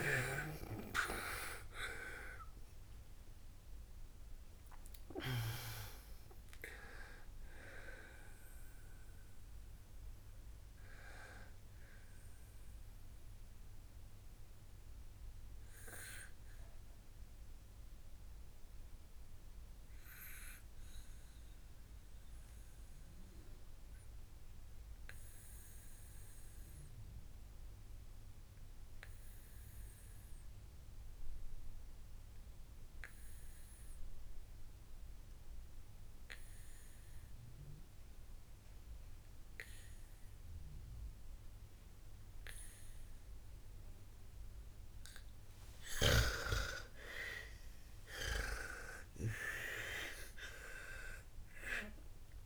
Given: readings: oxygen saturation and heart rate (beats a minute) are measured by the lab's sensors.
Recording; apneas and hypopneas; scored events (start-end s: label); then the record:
breathing in sleep by a room microphone; 1
0.00-1.00 s: snoring (device-marked)
0.00-3.50 s: arousal
0.00-24.00 s: oxygen desaturation (device-marked, oxygen 85% lowest, heart rate 50 extreme)
14.50-46.00 s: obstructive apnea (oxygen 97% before, 85% lowest, heart rate 89 before, 50 extreme)
45.00-52.46 s: oxygen desaturation (device-marked, oxygen 99% before, 87% lowest, heart rate 53 before, 50 extreme)
47.50-52.00 s: arousal
From the record:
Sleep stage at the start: N2 (light sleep); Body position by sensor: on the back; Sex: female